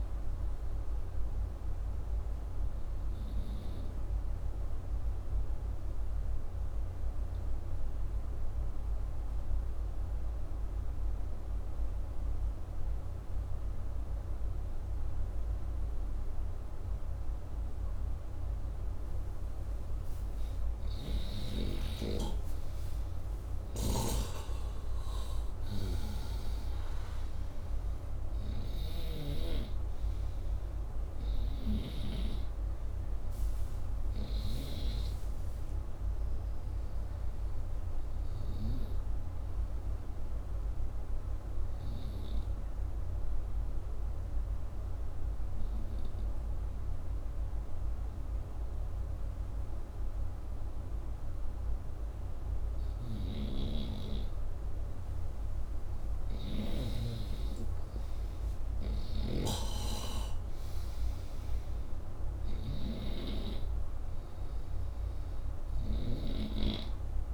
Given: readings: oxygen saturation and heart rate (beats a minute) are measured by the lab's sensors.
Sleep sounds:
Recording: breathing in sleep by a room microphone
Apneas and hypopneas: 2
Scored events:
0.00-2.00 s: oxygen desaturation (device-marked, oxygen 92% lowest, heart rate 64 extreme)
5.00-20.00 s: obstructive apnea (oxygen 98% before, 91% lowest, heart rate 71 before, 65 extreme, up 16 after)
21.50-24.50 s: arousal
23.00-37.00 s: oxygen desaturation (device-marked, oxygen 98% before, 92% lowest, heart rate 65 before, 63 extreme)
28.50-32.00 s: snoring (device-marked)
39.00-56.00 s: oxygen desaturation (device-marked, oxygen 94% before, 91% lowest, heart rate 75 before, 63 extreme)
40.00-54.50 s: obstructive apnea (oxygen 98% before, 91% lowest, heart rate 77 before, 63 extreme, up 18 after)
56.50-59.50 s: arousal
From the record:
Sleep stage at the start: N2 (light sleep)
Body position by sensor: upright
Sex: male

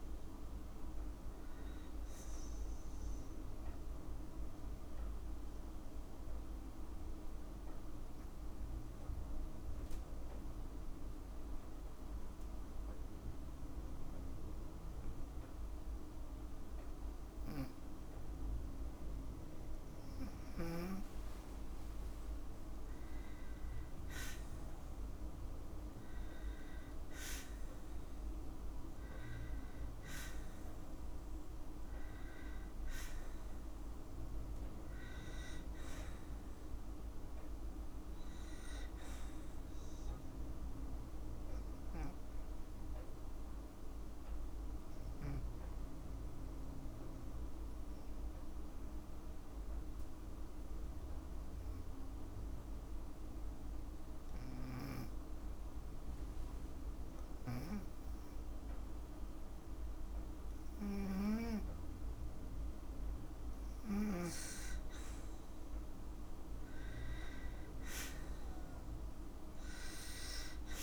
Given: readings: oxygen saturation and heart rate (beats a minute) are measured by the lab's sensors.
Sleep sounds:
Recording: breathing in sleep, hard to hear, by a room microphone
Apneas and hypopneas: 2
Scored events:
5.50-18.50 s: obstructive apnea (oxygen 98% before, 93% lowest, heart rate 54 before, 44 extreme, up 14 after)
6.50-8.50 s: long interval between heartbeats (device-marked, heart rate 55 before, 52 extreme)
24.00-28.00 s: arousal
44.50-57.50 s: obstructive apnea (oxygen 98% before, 93% lowest, heart rate 57 before, 54 extreme, up 2 after)
53.00-63.00 s: oxygen desaturation (device-marked, oxygen 98% before, 93% lowest, heart rate 55 before, 55 extreme)
61.50-64.00 s: arousal
From the record:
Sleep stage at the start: N2 (light sleep)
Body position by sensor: on the right side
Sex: female

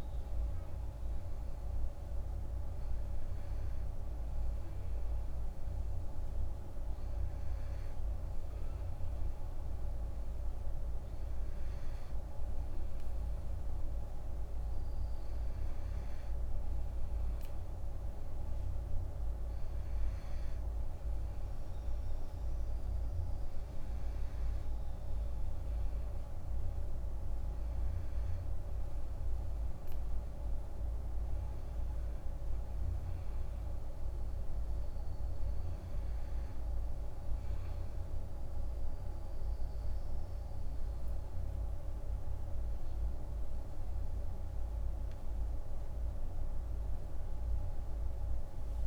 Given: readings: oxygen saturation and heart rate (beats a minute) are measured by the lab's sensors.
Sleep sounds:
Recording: breathing in sleep, hard to hear, by a room microphone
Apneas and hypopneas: none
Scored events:
45.00-48.87 s: arousal
From the record:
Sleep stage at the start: N2 (light sleep)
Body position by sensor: on the back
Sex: male

